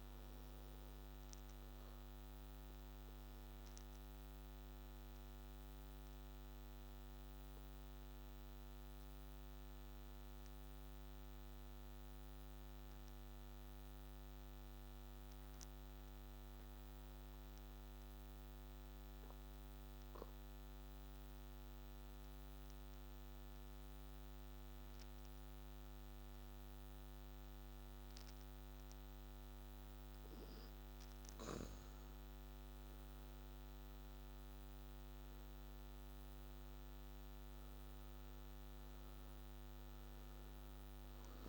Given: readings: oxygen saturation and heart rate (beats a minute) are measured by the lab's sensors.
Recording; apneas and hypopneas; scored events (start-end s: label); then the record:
breathing in sleep, hard to hear, by a microphone on the trachea; 1
0.00-19.50 s: oxygen desaturation (device-marked, oxygen 92% lowest, heart rate 62 extreme)
2.50-31.50 s: obstructive apnea (oxygen 97% before, 86% lowest, heart rate 67 before, 62 extreme, up 10 after)
30.50-41.49 s: oxygen desaturation (device-marked, oxygen 98% before, 86% lowest, heart rate 64 before, 61 extreme)
32.50-36.00 s: arousal
From the record:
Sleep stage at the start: N2 (light sleep); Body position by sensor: on the back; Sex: male